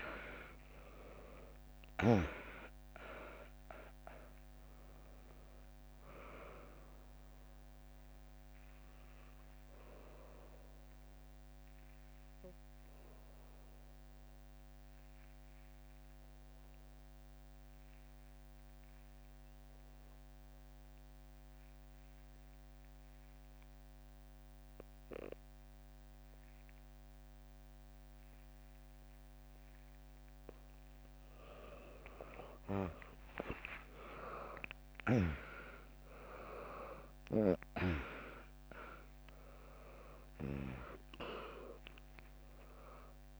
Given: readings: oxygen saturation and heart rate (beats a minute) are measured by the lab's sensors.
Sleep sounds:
breathing in sleep by a microphone on the trachea; 1
0.00-10.00 s: drop in pulse transit time (device-marked, heart rate 63 extreme)
0.00-21.00 s: oxygen desaturation (device-marked, oxygen 95% lowest, heart rate 58 extreme)
11.00-30.50 s: obstructive apnea (oxygen 100% before, 95% lowest, heart rate 74 before, 58 extreme, up 14 after)
24.00-29.00 s: bradycardia (device-marked, heart rate 70 before, 58 extreme)
33.50-35.50 s: long interval between heartbeats (device-marked, heart rate 69 before, 68 extreme)
34.00-40.00 s: arousal
35.00-43.40 s: drop in pulse transit time (device-marked, heart rate 68 before, 65 extreme)
38.00-43.40 s: oxygen desaturation (device-marked, oxygen 100% before, 95% lowest, heart rate 67 before, 59 extreme)
From the record:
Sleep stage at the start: N2 (light sleep); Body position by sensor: on the back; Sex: female

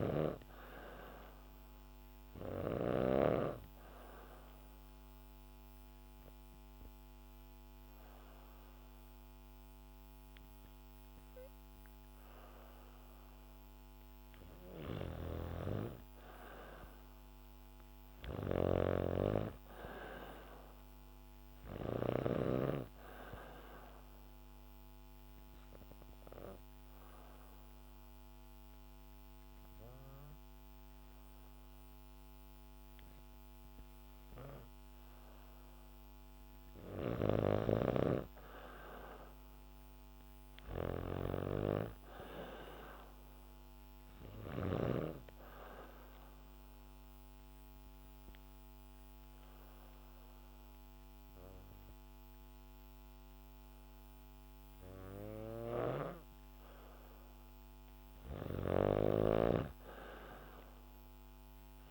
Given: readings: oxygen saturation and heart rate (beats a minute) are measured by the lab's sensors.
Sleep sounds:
breathing in sleep by a microphone on the trachea; 3
0.00-2.50 s: snoring (device-marked)
0.50-12.50 s: oxygen desaturation (device-marked, oxygen 97% before, 94% lowest, heart rate 69 before, 66 extreme)
3.50-14.50 s: obstructive apnea (oxygen 97% before, 93% lowest, heart rate 69 before, 66 extreme, up 2 after)
14.50-21.50 s: snoring (device-marked)
16.50-19.50 s: arousal
21.50-34.50 s: oxygen desaturation (device-marked, oxygen 96% before, 93% lowest, heart rate 68 before, 68 extreme)
23.50-33.50 s: obstructive apnea (oxygen 97% before, 93% lowest, heart rate 68 before, 69 extreme, up 1 after)
36.00-39.50 s: arousal
36.50-44.50 s: snoring (device-marked)
44.50-57.50 s: oxygen desaturation (device-marked, oxygen 96% before, 93% lowest, heart rate 70 before, 67 extreme)
45.50-56.50 s: obstructive apnea (oxygen 96% before, 93% lowest, heart rate 70 before, 67 extreme, up 1 after)
55.00-61.91 s: snoring (device-marked)
60.00-61.91 s: arousal
From the record:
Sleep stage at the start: N2 (light sleep); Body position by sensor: on the back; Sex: female

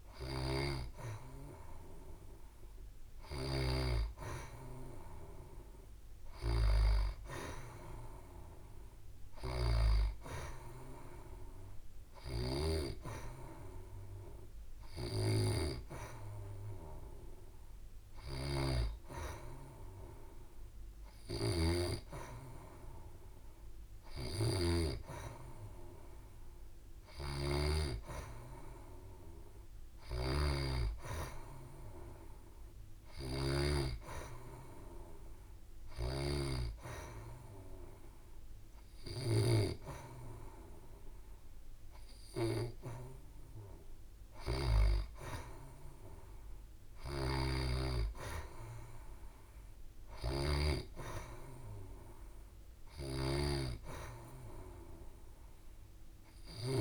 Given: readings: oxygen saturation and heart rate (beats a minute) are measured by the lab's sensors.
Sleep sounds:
breathing in sleep by a room microphone; none
0.00-8.00 s: oxygen desaturation (device-marked, oxygen 90% lowest, heart rate 68 extreme)
7.00-9.00 s: long interval between heartbeats (device-marked, heart rate 70 before, 70 extreme)
From the record:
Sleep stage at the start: N2 (light sleep); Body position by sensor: on the back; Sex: female

